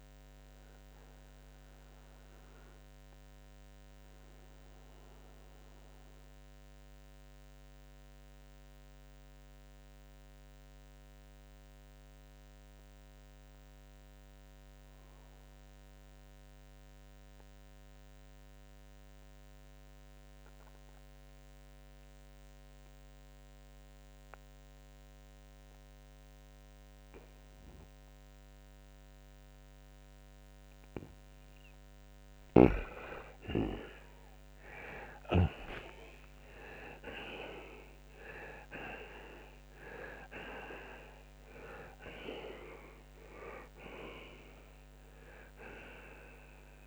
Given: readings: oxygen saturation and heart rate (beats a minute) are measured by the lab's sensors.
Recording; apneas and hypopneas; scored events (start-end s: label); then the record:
breathing in sleep by a microphone on the trachea; 1
1.50-32.50 s: obstructive apnea (oxygen 95% before, 84% lowest, heart rate 90 before, 57 extreme, up 52 after)
4.00-22.00 s: oxygen desaturation (device-marked, oxygen 93% before, 86% lowest, heart rate 87 before, 57 extreme)
32.00-35.50 s: snoring (device-marked)
35.50-41.50 s: arousal
From the record:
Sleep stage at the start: N2 (light sleep); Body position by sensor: on the right side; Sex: male